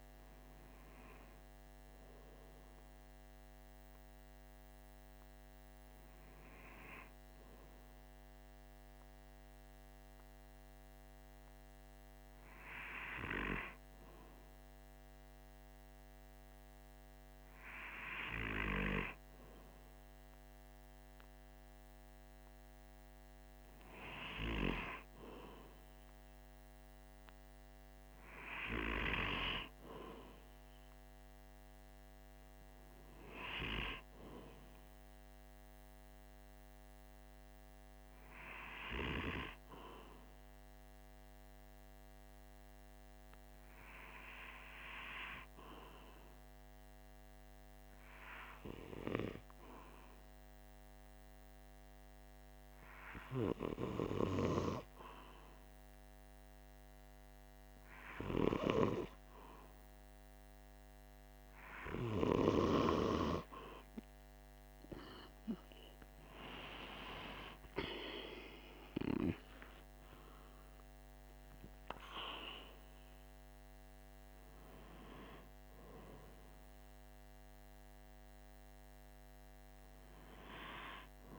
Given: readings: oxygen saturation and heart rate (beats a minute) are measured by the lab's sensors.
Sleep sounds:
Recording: breathing in sleep by a microphone on the trachea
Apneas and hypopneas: 1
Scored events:
42.00-56.00 s: hypopnea (oxygen 98% before, 94% lowest, heart rate 49 before, 47 extreme, up 2 after)
58.00-61.50 s: arousal
69.50-73.50 s: arousal
From the record:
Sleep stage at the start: N2 (light sleep)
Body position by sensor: on the right side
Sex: male

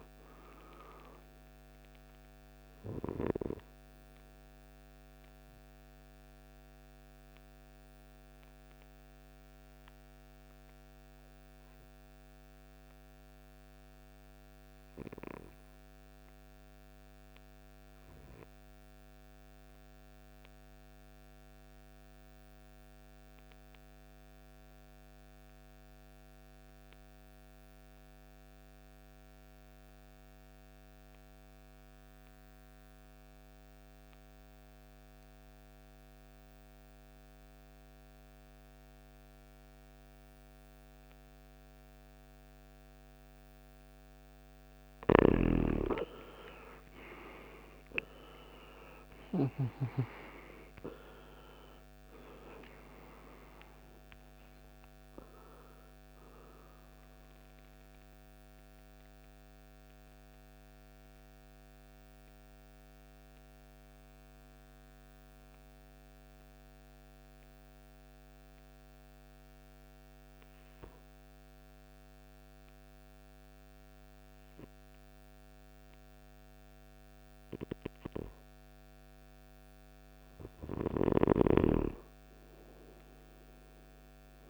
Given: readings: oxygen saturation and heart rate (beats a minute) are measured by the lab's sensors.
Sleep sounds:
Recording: breathing in sleep by a microphone on the trachea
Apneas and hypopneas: 2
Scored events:
5.00-43.50 s: obstructive apnea (oxygen 95% before, 83% lowest, heart rate 67 before, 54 extreme, up 20 after)
30.50-73.50 s: oxygen desaturation (device-marked, oxygen 98% before, 83% lowest, heart rate 56 before, 55 extreme)
44.00-49.00 s: snoring (device-marked)
46.00-50.50 s: arousal
56.50-79.00 s: mixed apnea (oxygen 97% before, 83% lowest, heart rate 70 before, 55 extreme, up 7 after)
80.00-84.00 s: arousal
80.00-84.50 s: snoring (device-marked)
From the record:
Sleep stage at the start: N2 (light sleep)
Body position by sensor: on the right side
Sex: male

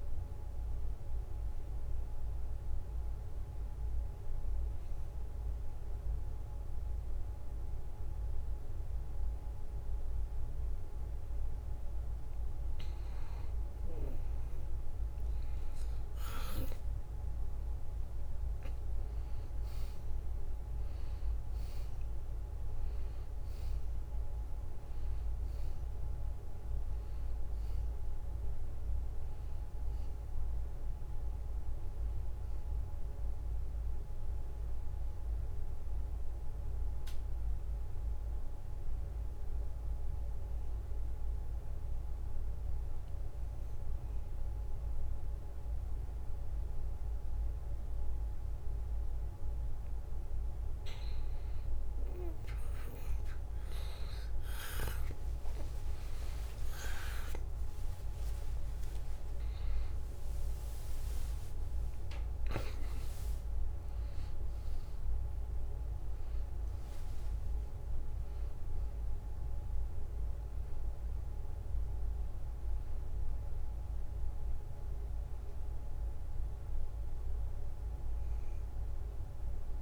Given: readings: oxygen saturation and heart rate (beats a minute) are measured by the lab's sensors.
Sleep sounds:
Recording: breathing in sleep, hard to hear, by a room microphone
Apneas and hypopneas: 2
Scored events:
0.00-5.00 s: oxygen desaturation (device-marked, oxygen 88% lowest, heart rate 71 extreme)
1.50-12.50 s: obstructive apnea (oxygen 95% before, 89% lowest, heart rate 74 before, 71 extreme, up 1 after)
16.50-21.50 s: arousal
20.00-42.00 s: oxygen desaturation (device-marked, oxygen 95% before, 89% lowest, heart rate 73 before, 69 extreme)
40.00-51.00 s: obstructive apnea (oxygen 95% before, 89% lowest, heart rate 75 before, 69 extreme, up 4 after)
56.50-61.00 s: arousal
57.00-79.82 s: oxygen desaturation (device-marked, oxygen 95% before, 89% lowest, heart rate 71 before, 71 extreme)
61.00-72.00 s: drop in pulse transit time (device-marked, heart rate 71 before, 76 extreme)
62.00-79.82 s: new sleep stage, N1 (lightest sleep)
From the record:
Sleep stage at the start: N2 (light sleep)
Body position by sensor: on the back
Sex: male

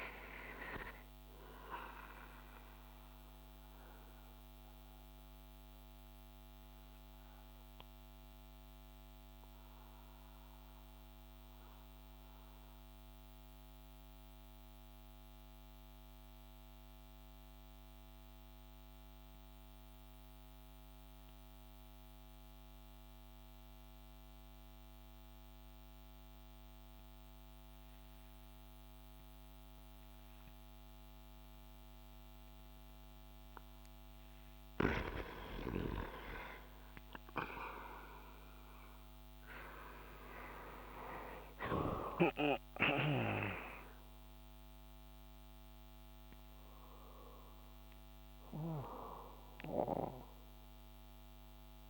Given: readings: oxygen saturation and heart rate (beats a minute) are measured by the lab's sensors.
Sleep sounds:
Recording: breathing in sleep by a microphone on the trachea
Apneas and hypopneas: 1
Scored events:
0.00-13.50 s: oxygen desaturation (device-marked, oxygen 90% lowest)
2.00-34.00 s: mixed apnea (oxygen 95% before, 89% lowest)
31.50-51.90 s: oxygen desaturation (device-marked, oxygen 96% before, 89% lowest)
35.00-41.50 s: snoring (device-marked)
35.50-40.50 s: arousal
From the record:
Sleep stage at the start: N2 (light sleep)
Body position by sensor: on the back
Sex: male

